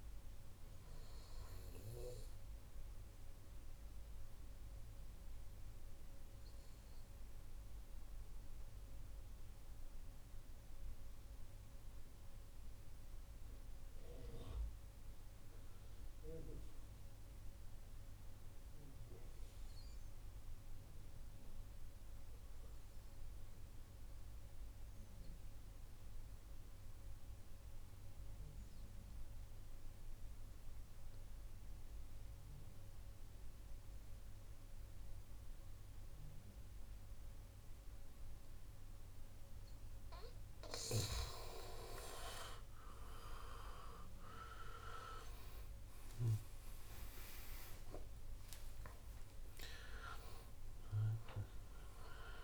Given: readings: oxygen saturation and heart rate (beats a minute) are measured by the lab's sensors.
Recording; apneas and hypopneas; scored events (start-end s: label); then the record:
breathing in sleep by a room microphone; 1
0.00-11.50 s: oxygen desaturation (device-marked, oxygen 91% lowest)
4.00-40.50 s: mixed apnea (oxygen 97% before, 88% lowest)
29.50-52.44 s: oxygen desaturation (device-marked, oxygen 98% before, 88% lowest)
44.50-49.50 s: arousal
From the record:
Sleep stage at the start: N2 (light sleep); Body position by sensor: on the right side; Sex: male